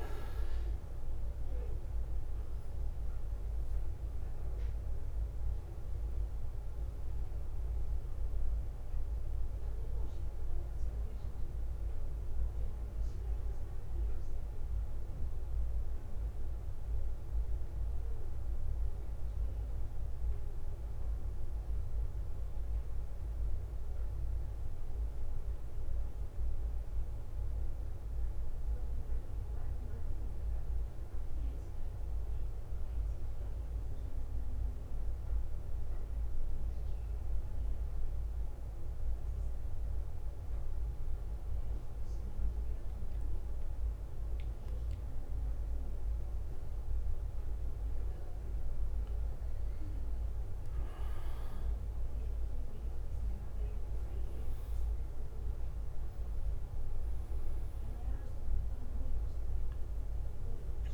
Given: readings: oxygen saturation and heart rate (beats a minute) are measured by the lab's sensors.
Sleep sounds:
breathing in sleep, hard to hear, by a room microphone; 1
0.00-25.00 s: oxygen desaturation (device-marked, oxygen 89% lowest, heart rate 51 extreme)
9.00-22.00 s: bradycardia (device-marked, heart rate 60 before, 55 extreme)
26.00-29.00 s: arousal
30.00-49.00 s: bradycardia (device-marked, heart rate 60 before, 51 extreme)
30.50-32.50 s: long interval between heartbeats (device-marked, heart rate 58 before, 65 extreme)
30.50-45.50 s: central apnea (oxygen 99% before, 91% lowest, heart rate 58 before, 51 extreme, up 10 after)
47.00-51.00 s: arousal
53.00-60.94 s: oxygen desaturation (device-marked, oxygen 99% before, 91% lowest, heart rate 55 before, 52 extreme)
57.00-59.00 s: long interval between heartbeats (device-marked, heart rate 57 before, 65 extreme)
From the record:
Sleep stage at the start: N2 (light sleep); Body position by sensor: on the back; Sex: male

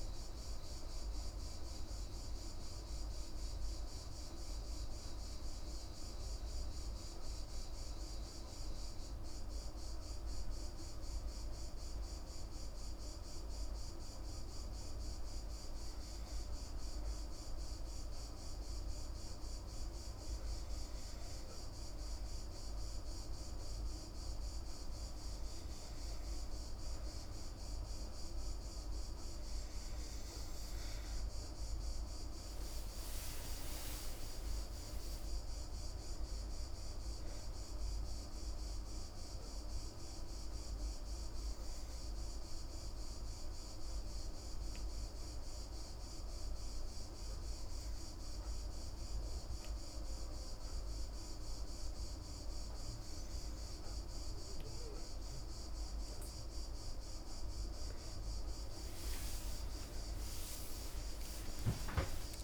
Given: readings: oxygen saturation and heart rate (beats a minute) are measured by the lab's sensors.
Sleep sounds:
breathing in sleep, hard to hear, by a room microphone; 2
6.00-24.00 s: hypopnea (oxygen 96% before, 94% lowest, heart rate 35 before, 45 extreme, up 12 after)
25.50-30.00 s: arousal
27.00-45.00 s: oxygen desaturation (device-marked, oxygen 98% before, 94% lowest, heart rate 51 before, 36 extreme)
39.00-53.50 s: obstructive apnea (oxygen 98% before, 94% lowest, heart rate 57 before, 36 extreme)
59.50-62.44 s: arousal
From the record:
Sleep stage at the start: N2 (light sleep); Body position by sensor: on the back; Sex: female

